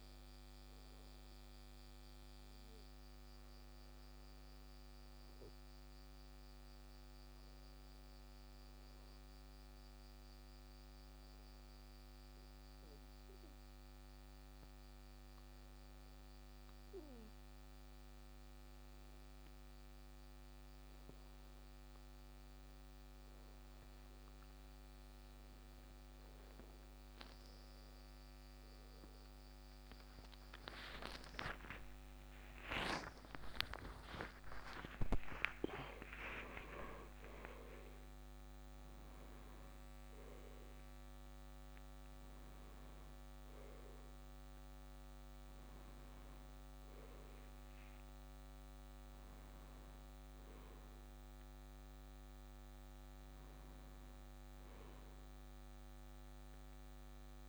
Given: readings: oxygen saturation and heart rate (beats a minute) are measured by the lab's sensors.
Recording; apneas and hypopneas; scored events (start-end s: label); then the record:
breathing in sleep by a microphone on the trachea; 1
0.00-10.00 s: oxygen desaturation (device-marked, oxygen 93% lowest, heart rate 61 extreme)
5.50-21.50 s: hypopnea (oxygen 96% before, 94% lowest, heart rate 64 before, 61 extreme, up 9 after)
30.00-36.00 s: tachycardia (device-marked, heart rate 69 before, 126 extreme)
30.50-36.00 s: arousal
42.00-57.49 s: new sleep stage, N1 (lightest sleep)
55.00-57.49 s: arousal
From the record:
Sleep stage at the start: N2 (light sleep); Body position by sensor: on the back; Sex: male